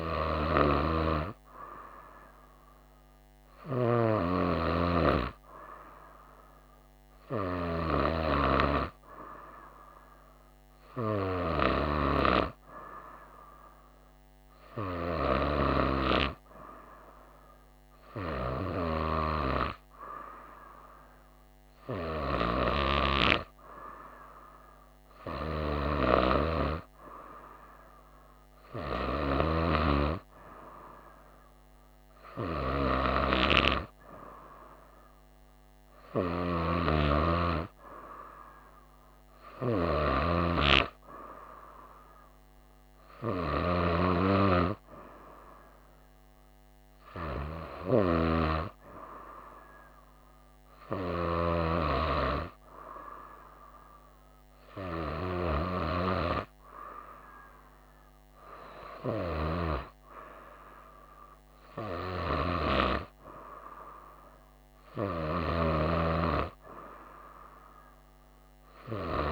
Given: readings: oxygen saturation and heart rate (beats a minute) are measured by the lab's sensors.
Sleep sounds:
breathing in sleep by a microphone on the trachea; none
none scored
From the record:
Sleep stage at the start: N2 (light sleep); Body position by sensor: on the right side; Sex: female

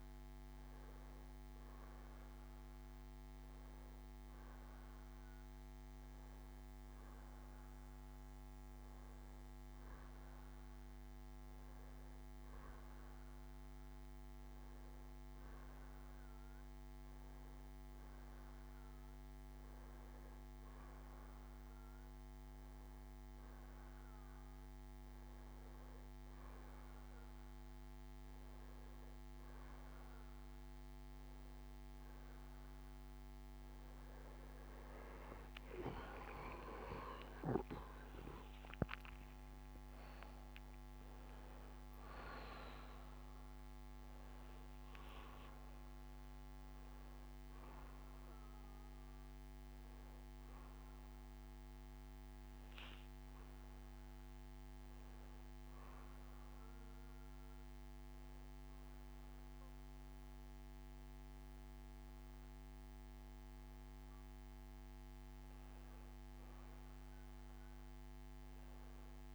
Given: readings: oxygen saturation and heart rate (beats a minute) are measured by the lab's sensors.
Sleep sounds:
breathing in sleep, hard to hear, by a microphone on the trachea; none
34.50-39.50 s: arousal
From the record:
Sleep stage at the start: N1 (lightest sleep); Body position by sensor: on the back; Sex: male

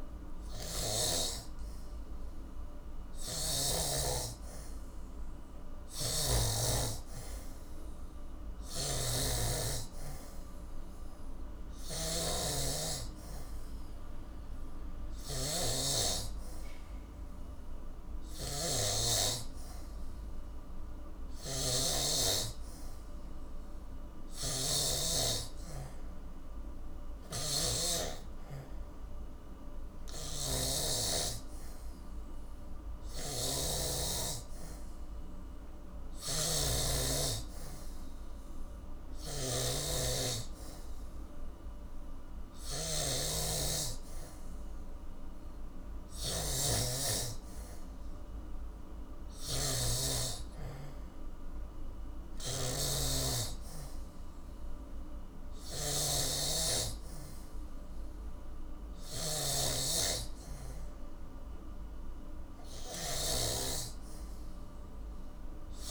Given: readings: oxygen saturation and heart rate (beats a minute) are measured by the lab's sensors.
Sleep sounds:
breathing in sleep by a room microphone; none
0.00-1.00 s: snoring (device-marked)
5.50-25.00 s: snoring (device-marked)
9.50-22.50 s: oxygen desaturation (device-marked, oxygen 92% before, 88% lowest, heart rate 68 before, 65 extreme)
27.00-65.91 s: snoring (device-marked)
From the record:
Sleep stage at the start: N3 (deep sleep); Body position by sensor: on the back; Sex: male

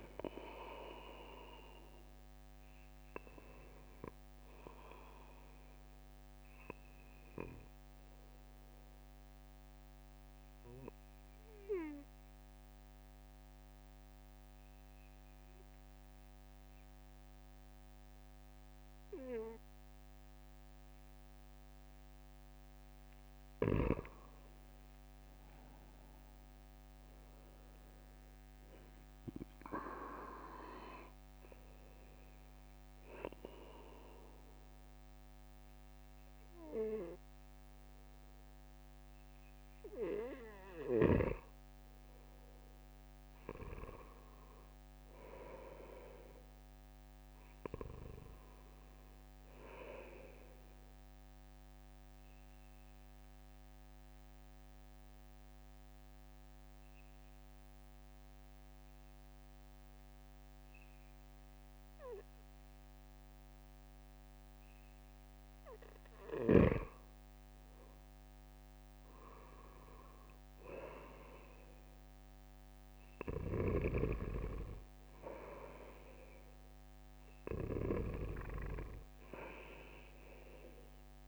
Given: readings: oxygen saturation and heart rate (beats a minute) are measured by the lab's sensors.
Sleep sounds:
breathing in sleep by a microphone on the trachea; 3
3.50-21.00 s: obstructive apnea (oxygen 95% before, 93% lowest, heart rate 69 before, 63 extreme, up 5 after)
24.00-27.50 s: arousal
31.50-41.50 s: obstructive apnea (oxygen 97% before, 93% lowest, heart rate 68 before, 64 extreme, up 8 after)
43.00-47.00 s: arousal
50.50-65.00 s: obstructive apnea (oxygen 97% before, 93% lowest, heart rate 67 before, 64 extreme, up 6 after)
67.50-71.50 s: arousal
From the record:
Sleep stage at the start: N2 (light sleep); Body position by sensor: on the right side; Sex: male

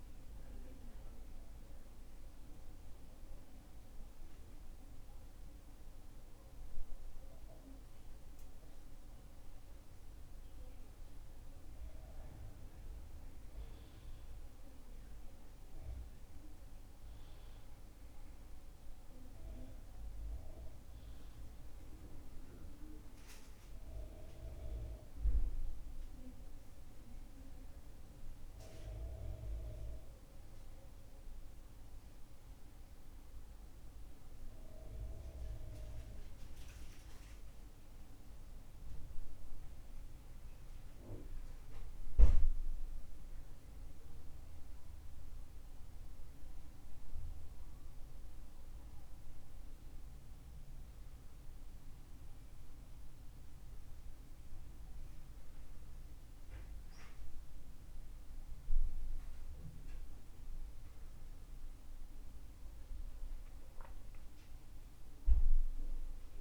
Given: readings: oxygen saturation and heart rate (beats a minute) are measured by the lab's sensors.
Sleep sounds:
breathing in sleep by a room microphone; none
none scored
From the record:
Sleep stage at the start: N2 (light sleep); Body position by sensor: on the back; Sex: male

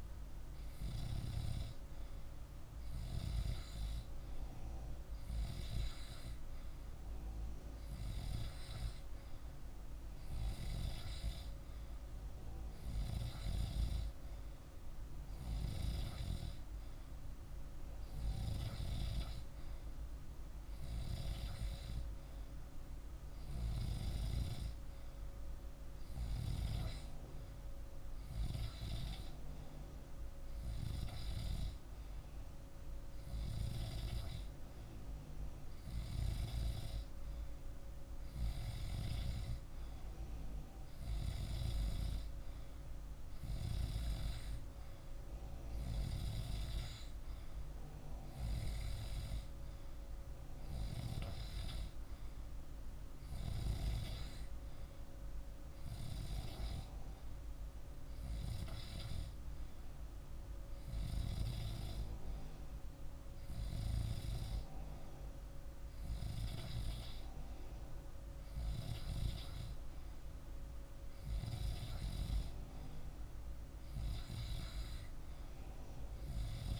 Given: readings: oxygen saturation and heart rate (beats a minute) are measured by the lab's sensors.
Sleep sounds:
breathing in sleep by a room microphone; none
none scored
From the record:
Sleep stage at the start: N2 (light sleep); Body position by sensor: on the back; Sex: male

